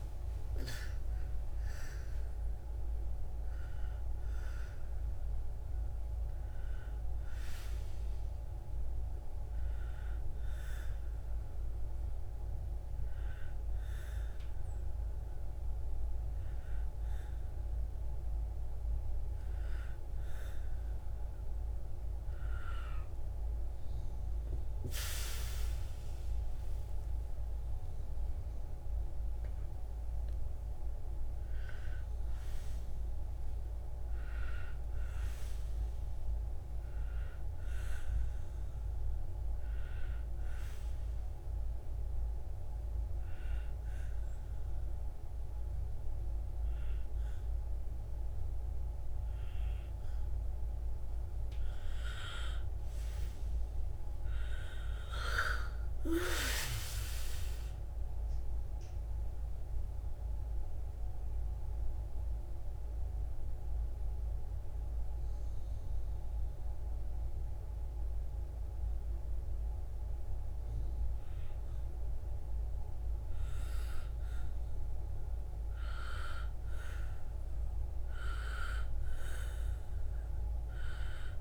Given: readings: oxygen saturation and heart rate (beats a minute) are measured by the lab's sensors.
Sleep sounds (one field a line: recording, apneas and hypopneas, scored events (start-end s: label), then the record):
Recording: breathing in sleep by a room microphone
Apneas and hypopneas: 2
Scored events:
27.00-32.00 s: arousal
40.50-50.50 s: obstructive apnea (oxygen 95% before, 89% lowest, heart rate 72 before, 58 extreme, up 12 after)
52.50-56.50 s: arousal
58.50-76.50 s: oxygen desaturation (device-marked, oxygen 95% before, 89% lowest, heart rate 72 before, 58 extreme)
59.00-74.50 s: obstructive apnea (oxygen 95% before, 89% lowest, heart rate 72 before, 58 extreme, up 13 after)
77.00-80.00 s: arousal
From the record:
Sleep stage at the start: N1 (lightest sleep)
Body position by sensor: on the back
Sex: female